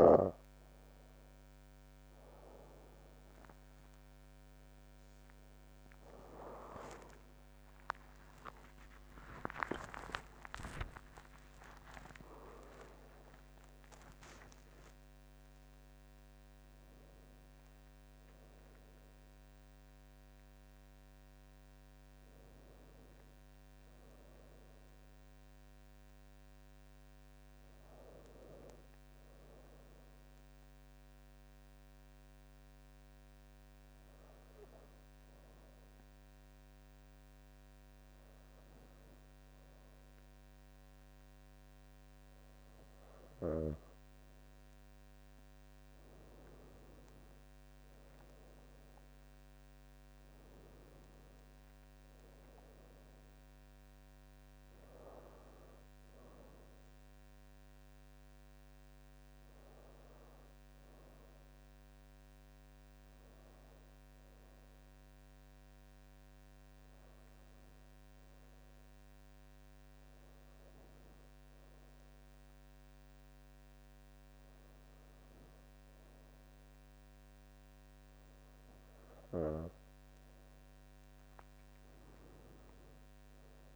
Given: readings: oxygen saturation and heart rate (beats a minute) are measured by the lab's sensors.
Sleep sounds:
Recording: breathing in sleep by a microphone on the trachea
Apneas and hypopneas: 2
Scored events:
3.00-5.00 s: long interval between heartbeats (device-marked, heart rate 69 before, 79 extreme)
7.50-9.50 s: long interval between heartbeats (device-marked, heart rate 71 before, 96 extreme)
7.50-13.50 s: arousal
9.50-11.50 s: long interval between heartbeats (device-marked, heart rate 75 before, 128 extreme)
16.00-32.00 s: oxygen desaturation (device-marked, oxygen 97% before, 93% lowest, heart rate 98 before, 63 extreme)
30.50-44.00 s: hypopnea (oxygen 97% before, 95% lowest, heart rate 96 before, 62 extreme, up 7 after)
46.00-50.00 s: arousal
64.00-77.50 s: hypopnea (oxygen 98% before, 95% lowest, heart rate 66 before, 64 extreme, up 15 after)
From the record:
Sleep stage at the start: N2 (light sleep)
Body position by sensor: on the back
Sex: female

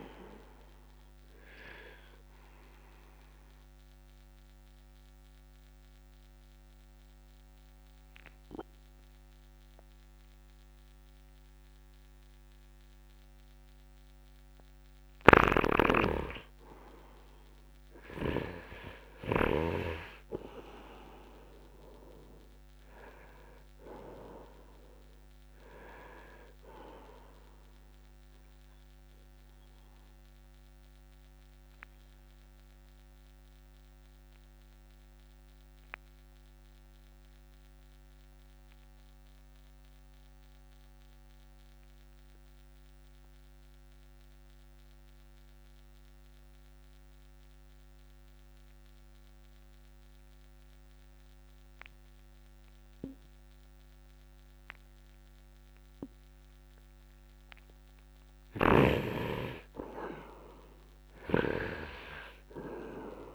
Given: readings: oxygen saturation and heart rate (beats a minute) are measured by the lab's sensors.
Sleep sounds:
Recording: breathing in sleep by a microphone on the trachea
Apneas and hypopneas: 2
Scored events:
0.00-20.00 s: oxygen desaturation (device-marked, oxygen 87% lowest, heart rate 66 extreme)
3.50-15.50 s: obstructive apnea (oxygen 98% before, 85% lowest, heart rate 68 before, 67 extreme, up 1 after)
15.50-20.00 s: snoring (device-marked)
19.50-23.00 s: arousal
26.00-46.00 s: oxygen desaturation (device-marked, oxygen 97% before, 91% lowest, heart rate 68 before, 59 extreme)
28.50-58.00 s: obstructive apnea (oxygen 97% before, 80% lowest, heart rate 68 before, 59 extreme, up 2 after)
35.50-37.50 s: long interval between heartbeats (device-marked, heart rate 68 before, 76 extreme)
58.00-63.35 s: oxygen desaturation (device-marked, oxygen 99% before, 80% lowest, heart rate 68 before, 61 extreme)
60.00-63.35 s: arousal
From the record:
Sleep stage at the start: N2 (light sleep)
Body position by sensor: upright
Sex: male

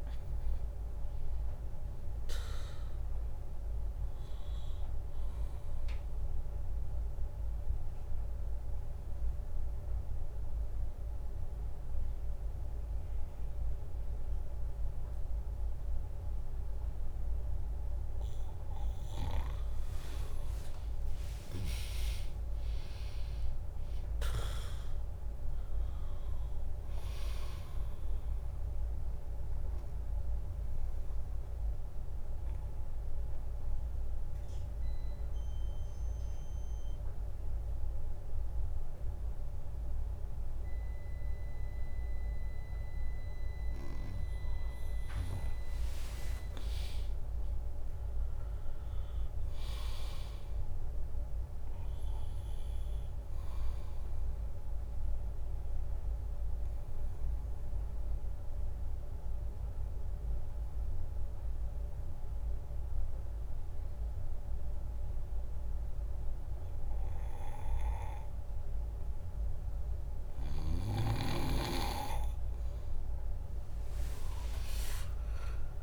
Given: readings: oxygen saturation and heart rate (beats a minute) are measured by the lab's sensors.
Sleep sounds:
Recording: breathing in sleep by a room microphone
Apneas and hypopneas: 3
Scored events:
0.00-5.50 s: drop in pulse transit time (device-marked, heart rate 85 extreme)
0.00-16.50 s: oxygen desaturation (device-marked, oxygen 96% lowest, heart rate 61 extreme)
5.00-18.00 s: obstructive apnea (oxygen 100% before, 96% lowest, heart rate 88 before, 61 extreme, up 0 after)
20.00-24.50 s: arousal
29.50-44.00 s: mixed apnea (oxygen 100% before, 95% lowest, heart rate 73 before, 62 extreme, up 2 after)
44.50-65.50 s: drop in pulse transit time (device-marked, heart rate 63 before, 62 extreme)
45.50-49.00 s: arousal
55.00-70.00 s: obstructive apnea (oxygen 100% before, 95% lowest, heart rate 63 before, 59 extreme)
68.50-72.50 s: bradycardia (device-marked, heart rate 74 before, 59 extreme)
73.00-75.83 s: arousal
From the record:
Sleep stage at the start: N2 (light sleep)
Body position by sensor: on the back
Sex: female

